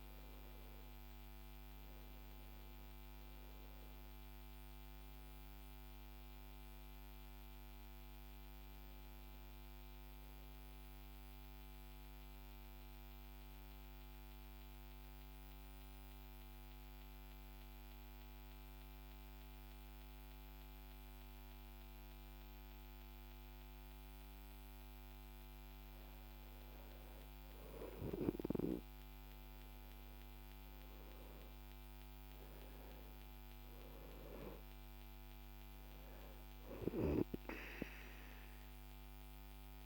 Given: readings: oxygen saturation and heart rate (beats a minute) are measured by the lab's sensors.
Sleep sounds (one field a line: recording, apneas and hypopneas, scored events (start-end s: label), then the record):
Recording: breathing in sleep by a microphone on the trachea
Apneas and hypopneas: 1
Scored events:
0.00-3.00 s: arousal
15.00-25.00 s: central apnea (oxygen 97% before, 93% lowest, heart rate 55 before, 49 extreme, up 13 after)
27.50-34.50 s: oxygen desaturation (device-marked, oxygen 96% before, 93% lowest, heart rate 51 before, 49 extreme)
28.50-32.00 s: arousal
From the record:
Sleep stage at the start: N2 (light sleep)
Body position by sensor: on the right side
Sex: male